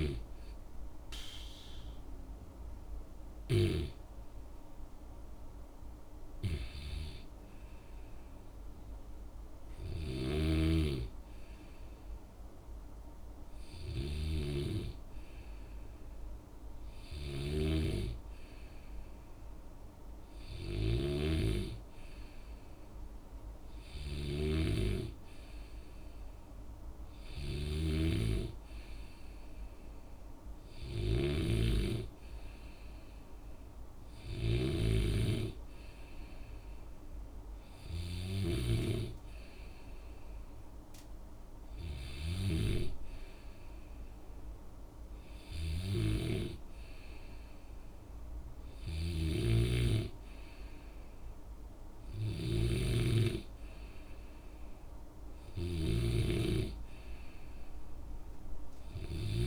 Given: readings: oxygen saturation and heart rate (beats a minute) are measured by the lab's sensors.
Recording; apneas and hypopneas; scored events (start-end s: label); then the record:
breathing in sleep by a room microphone; none
0.00-4.00 s: oxygen desaturation (device-marked, oxygen 90% lowest, heart rate 61 extreme)
10.00-35.00 s: snoring (device-marked)
42.00-59.47 s: snoring (device-marked)
From the record:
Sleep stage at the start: N2 (light sleep); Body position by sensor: on the back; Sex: male